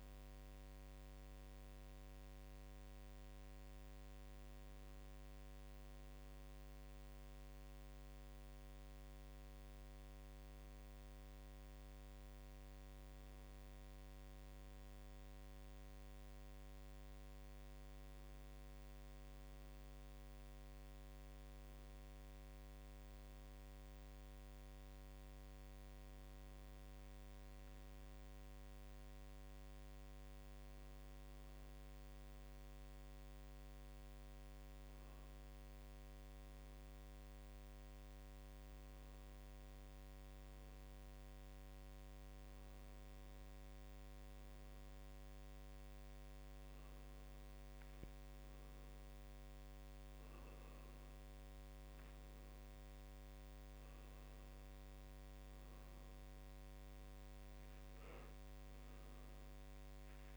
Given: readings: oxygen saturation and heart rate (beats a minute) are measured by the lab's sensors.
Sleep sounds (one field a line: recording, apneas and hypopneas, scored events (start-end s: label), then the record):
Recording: a person awake in a sleep study, hard to hear, by a microphone on the trachea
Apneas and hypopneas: none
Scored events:
none scored
From the record:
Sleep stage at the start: awake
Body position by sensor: on the right side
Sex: male